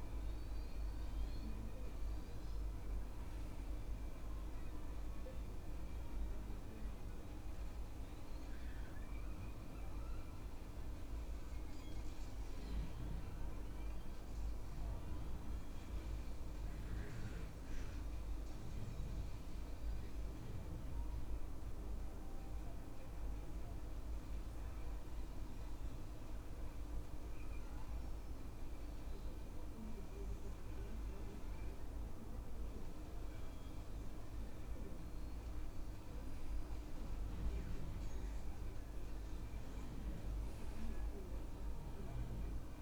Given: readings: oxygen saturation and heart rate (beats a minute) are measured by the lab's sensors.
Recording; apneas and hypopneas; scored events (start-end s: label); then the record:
breathing in sleep, hard to hear, by a room microphone; none
none scored
From the record:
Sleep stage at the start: N2 (light sleep); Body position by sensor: on the back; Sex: male